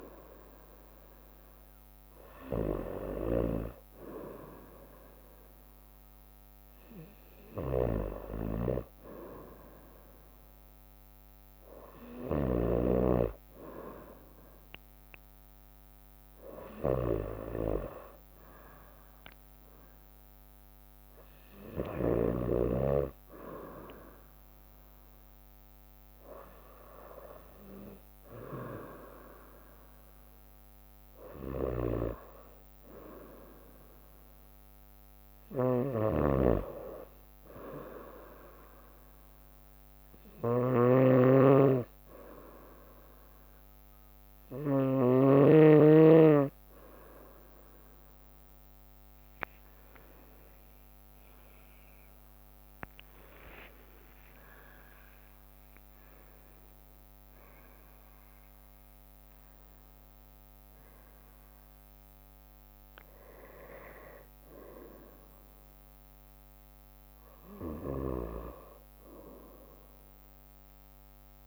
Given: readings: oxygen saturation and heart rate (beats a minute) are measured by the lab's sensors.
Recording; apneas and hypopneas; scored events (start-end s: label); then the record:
breathing in sleep by a microphone on the trachea; 1
0.00-22.50 s: snoring (device-marked)
31.00-34.50 s: arousal
31.50-45.00 s: snoring (device-marked)
38.00-48.00 s: obstructive apnea (oxygen 94% before, 92% lowest, heart rate 67 before, 63 extreme, up 35 after)
49.50-53.50 s: arousal
54.50-56.50 s: long interval between heartbeats (device-marked, heart rate 66 before, 96 extreme)
68.00-71.47 s: snoring (device-marked)
From the record:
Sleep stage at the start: N2 (light sleep); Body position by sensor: on the right side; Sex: female